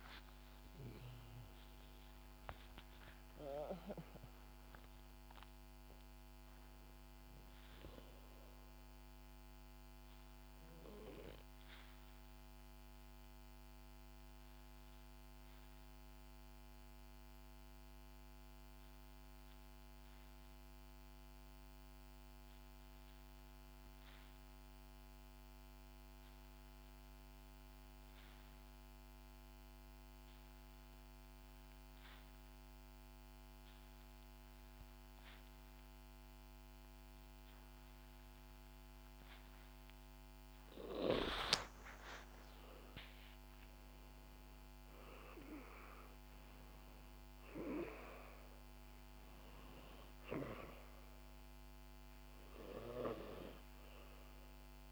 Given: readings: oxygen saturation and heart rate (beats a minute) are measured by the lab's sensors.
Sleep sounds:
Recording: breathing in sleep by a microphone on the trachea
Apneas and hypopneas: 1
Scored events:
0.00-1.50 s: snoring (device-marked)
0.00-4.00 s: arousal
9.50-40.50 s: obstructive apnea (oxygen 98% before, 88% lowest, heart rate 64 before, 63 extreme, up 6 after)
33.50-54.92 s: oxygen desaturation (device-marked, oxygen 97% before, 90% lowest, heart rate 65 before, 61 extreme)
41.50-46.00 s: arousal
From the record:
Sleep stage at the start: N2 (light sleep)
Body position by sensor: on the back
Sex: female

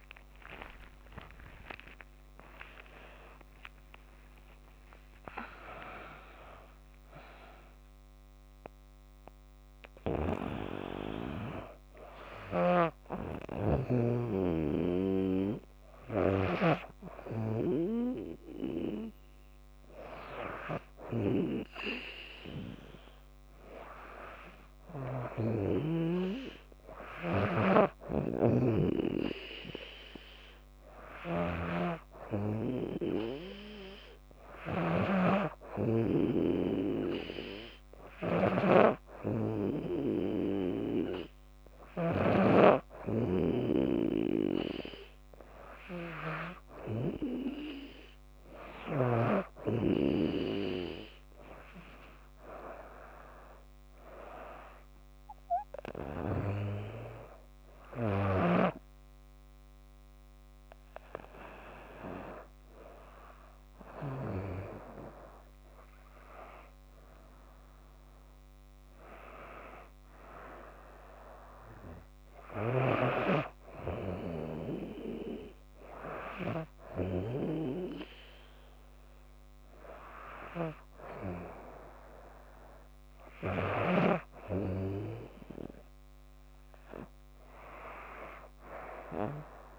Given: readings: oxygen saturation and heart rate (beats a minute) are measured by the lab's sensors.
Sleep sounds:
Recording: breathing in sleep by a microphone on the trachea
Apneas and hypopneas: none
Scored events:
0.00-4.50 s: arousal
5.00-9.00 s: oxygen desaturation (device-marked, oxygen 98% before, 94% lowest, heart rate 93 before, 72 extreme)
12.00-25.00 s: snoring (device-marked)
27.00-49.00 s: snoring (device-marked)
57.50-64.00 s: snoring (device-marked)
72.00-83.50 s: snoring (device-marked)
From the record:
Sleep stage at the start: N2 (light sleep)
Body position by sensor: on the back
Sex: female

